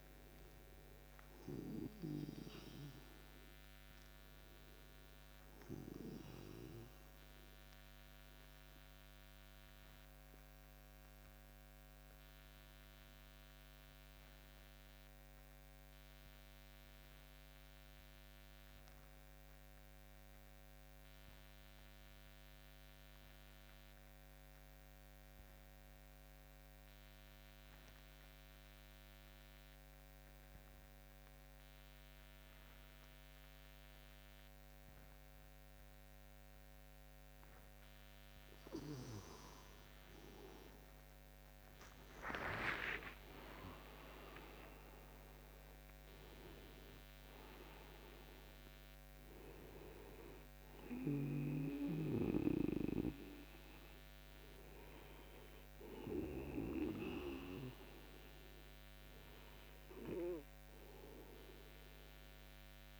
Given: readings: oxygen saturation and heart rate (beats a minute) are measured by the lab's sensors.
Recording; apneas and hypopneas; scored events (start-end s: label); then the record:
breathing in sleep by a microphone on the trachea; 1
0.00-17.00 s: oxygen desaturation (device-marked, oxygen 91% lowest)
9.00-38.50 s: obstructive apnea (oxygen 99% before, 89% lowest)
38.00-63.00 s: oxygen desaturation (device-marked, oxygen 98% before, 89% lowest)
40.50-44.00 s: arousal
53.00-63.00 s: new sleep stage, REM sleep
From the record:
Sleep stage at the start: N2 (light sleep); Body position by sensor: on the back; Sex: male